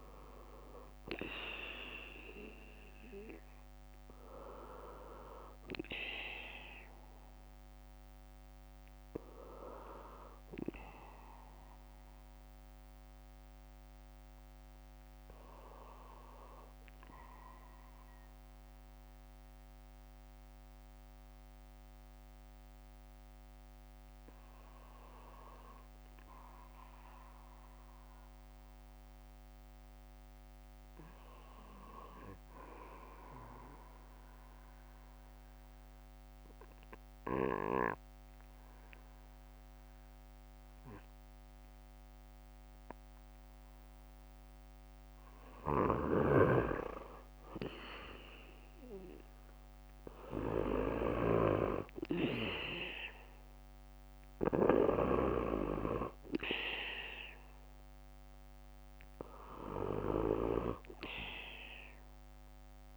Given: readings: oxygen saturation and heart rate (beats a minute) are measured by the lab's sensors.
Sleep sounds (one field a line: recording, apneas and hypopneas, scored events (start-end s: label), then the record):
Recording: breathing in sleep by a microphone on the trachea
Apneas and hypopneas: 1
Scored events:
2.50-62.97 s: new sleep stage, N2 (light sleep)
7.50-9.50 s: bradycardia (device-marked, heart rate 63 before, 61 extreme)
10.50-12.50 s: bradycardia (device-marked, heart rate 63 before, 58 extreme)
14.00-42.50 s: obstructive apnea (oxygen 100% before, 93% lowest, heart rate 61 before, 50 extreme, up 17 after)
22.50-24.50 s: bradycardia (device-marked, heart rate 63 before, 57 extreme)
25.50-35.50 s: bradycardia (device-marked, heart rate 63 before, 50 extreme)
37.50-41.50 s: bradycardia (device-marked, heart rate 63 before, 57 extreme)
46.00-50.50 s: arousal
From the record:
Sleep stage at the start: REM sleep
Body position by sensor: on the back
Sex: male